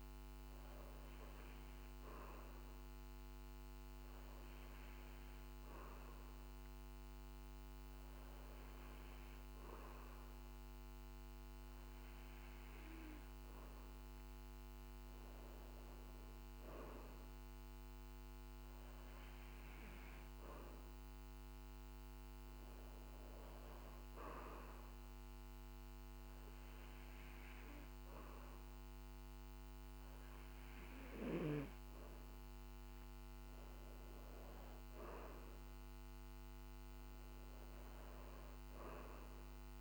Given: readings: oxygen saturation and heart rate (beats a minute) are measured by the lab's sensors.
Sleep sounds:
breathing in sleep, hard to hear, by a microphone on the trachea; none
none scored
From the record:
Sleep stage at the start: N2 (light sleep); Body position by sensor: on the back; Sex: male

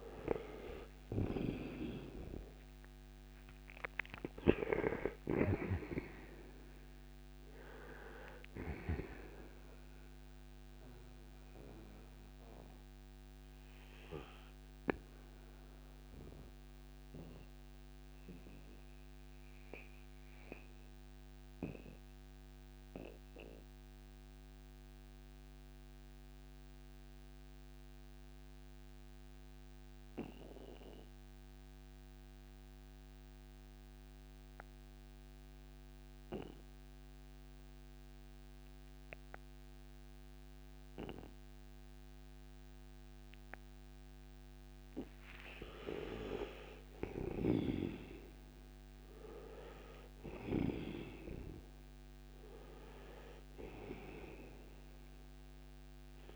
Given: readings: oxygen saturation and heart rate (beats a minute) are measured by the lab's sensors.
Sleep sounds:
breathing in sleep by a microphone on the trachea; 1
0.00-1.50 s: arousal
0.00-33.00 s: oxygen desaturation (device-marked, oxygen 75% lowest, heart rate 57 extreme)
0.50-8.50 s: snoring (device-marked)
16.50-43.50 s: mixed apnea (oxygen 94% before, 75% lowest, heart rate 71 before, 57 extreme, up 14 after)
45.00-50.00 s: arousal
46.50-50.50 s: snoring (device-marked)
47.00-56.36 s: oxygen desaturation (device-marked, oxygen 99% before, 84% lowest, heart rate 61 before, 58 extreme)
From the record:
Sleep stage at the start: N2 (light sleep); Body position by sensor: on the right side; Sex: male

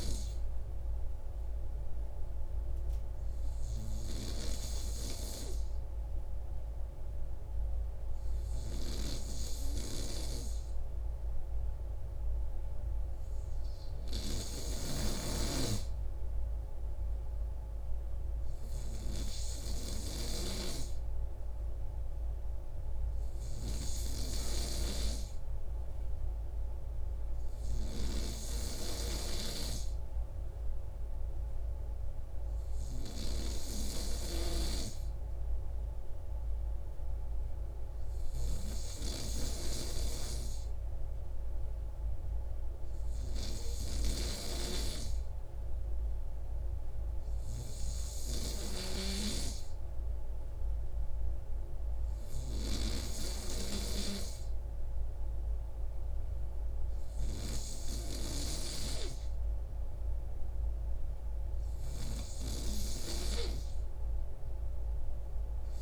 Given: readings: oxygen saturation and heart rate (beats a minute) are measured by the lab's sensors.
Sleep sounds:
breathing in sleep by a room microphone; none
none scored
From the record:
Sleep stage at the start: N3 (deep sleep); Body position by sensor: on the right side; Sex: male

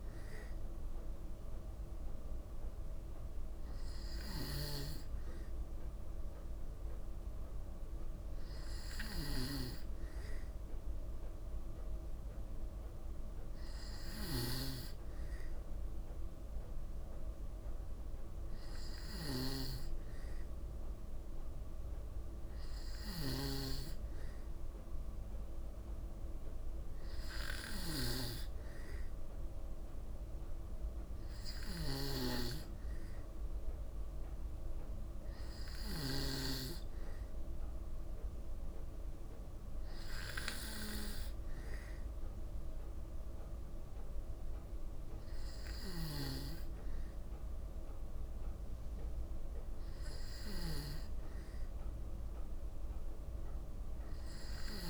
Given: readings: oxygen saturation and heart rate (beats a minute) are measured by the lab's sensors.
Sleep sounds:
breathing in sleep by a room microphone; none
18.50-23.00 s: snoring (device-marked)
31.00-36.00 s: snoring (device-marked)
45.50-54.90 s: snoring (device-marked)
From the record:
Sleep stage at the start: N2 (light sleep); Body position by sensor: on the back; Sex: female

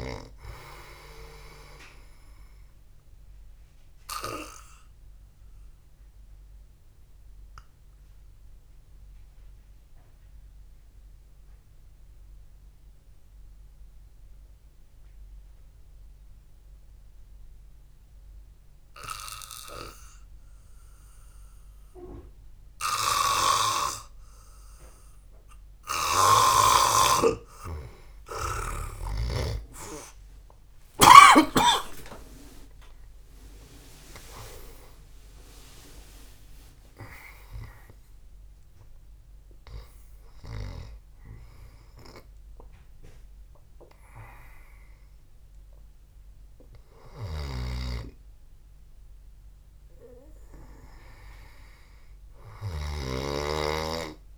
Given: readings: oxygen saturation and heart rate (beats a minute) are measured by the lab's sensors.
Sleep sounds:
breathing in sleep by a room microphone; 1
0.00-3.00 s: oxygen desaturation (device-marked, oxygen 86% lowest, heart rate 52 extreme)
5.50-26.50 s: obstructive apnea (oxygen 95% before, 84% lowest, heart rate 64 before, 48 extreme, up 7 after)
12.00-30.00 s: oxygen desaturation (device-marked, oxygen 94% before, 85% lowest, heart rate 61 before, 48 extreme)
29.50-34.50 s: arousal
46.00-54.38 s: oxygen desaturation (device-marked, oxygen 93% before, 84% lowest, heart rate 70 before, 75 extreme)
48.00-54.38 s: snoring (device-marked)
From the record:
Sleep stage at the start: N2 (light sleep); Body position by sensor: on the back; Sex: male

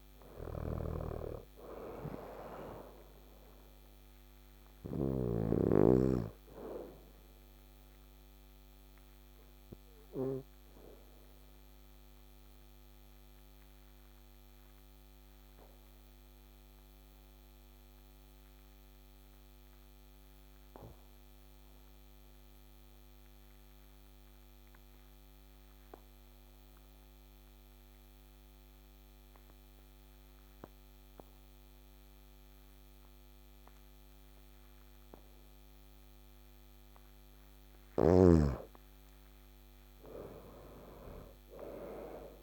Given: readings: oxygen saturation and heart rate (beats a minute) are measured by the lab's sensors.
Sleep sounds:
breathing in sleep by a microphone on the trachea; 1
0.00-4.50 s: snoring (device-marked)
0.00-17.00 s: oxygen desaturation (device-marked, oxygen 94% lowest, heart rate 51 extreme)
3.00-36.00 s: obstructive apnea (oxygen 100% before, 91% lowest, heart rate 56 before, 51 extreme, up 9 after)
32.00-42.43 s: oxygen desaturation (device-marked, oxygen 99% before, 91% lowest, heart rate 53 before, 53 extreme)
38.00-42.00 s: arousal
From the record:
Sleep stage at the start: N2 (light sleep); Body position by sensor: on the back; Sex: male

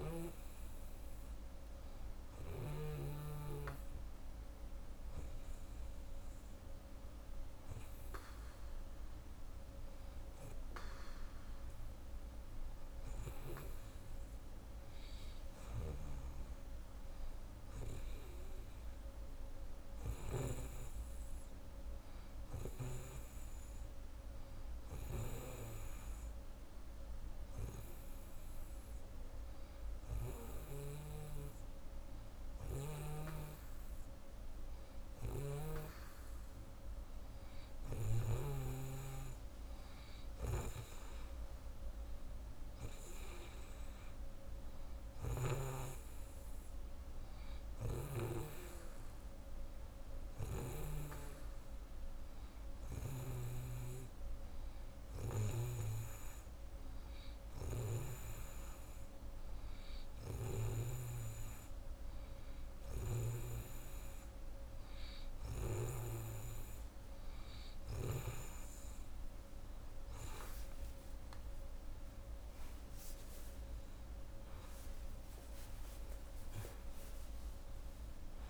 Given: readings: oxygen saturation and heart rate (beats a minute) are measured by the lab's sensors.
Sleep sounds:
a person partly awake in a sleep study, by a room microphone; 2
16.50-19.00 s: arousal
21.00-32.00 s: hypopnea (oxygen 91% before, 89% lowest, heart rate 84 before, 36 extreme, up 59 after)
34.00-37.50 s: arousal
35.00-38.50 s: snoring (device-marked)
53.00-64.50 s: hypopnea (oxygen 90% before, 89% lowest, heart rate 97 before, 39 extreme)
55.00-60.50 s: snoring (device-marked)
56.00-78.50 s: new sleep stage, awake
From the record:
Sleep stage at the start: N2 (light sleep); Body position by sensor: on the right side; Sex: female

